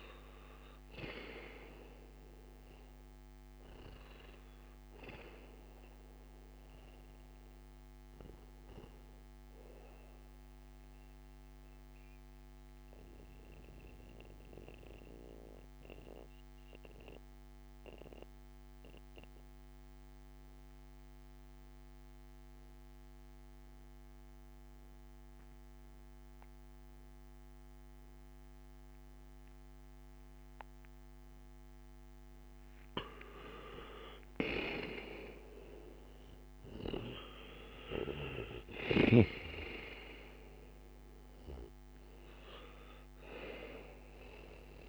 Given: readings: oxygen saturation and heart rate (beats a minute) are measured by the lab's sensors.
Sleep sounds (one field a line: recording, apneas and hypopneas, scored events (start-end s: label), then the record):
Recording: breathing in sleep by a microphone on the trachea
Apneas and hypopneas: 1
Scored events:
0.00-24.00 s: oxygen desaturation (device-marked, oxygen 97% before, 91% lowest, heart rate 62 before, 55 extreme)
10.50-33.00 s: mixed apnea (oxygen 97% before, 89% lowest, heart rate 62 before, 55 extreme, up 6 after)
34.00-38.50 s: arousal
38.00-44.89 s: oxygen desaturation (device-marked, oxygen 97% before, 89% lowest, heart rate 59 before, 56 extreme)
From the record:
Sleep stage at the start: N2 (light sleep)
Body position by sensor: on the back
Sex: male